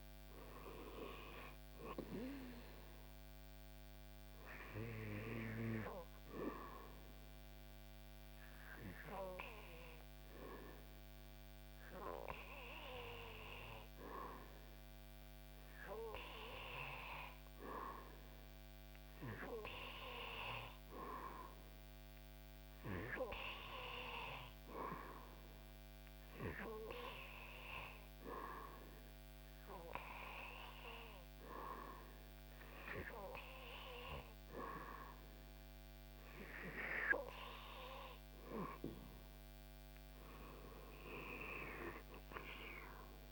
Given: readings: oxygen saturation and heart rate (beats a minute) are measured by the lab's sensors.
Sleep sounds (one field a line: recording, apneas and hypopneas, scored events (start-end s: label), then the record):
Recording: breathing in sleep by a microphone on the trachea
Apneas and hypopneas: 1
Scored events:
6.00-37.50 s: hypopnea (oxygen 96% before, 91% lowest, heart rate 81 before, 72 extreme, up 11 after)
29.50-43.32 s: oxygen desaturation (device-marked, oxygen 96% before, 91% lowest, heart rate 80 before, 67 extreme)
From the record:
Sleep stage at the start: N2 (light sleep)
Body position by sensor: on the back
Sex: male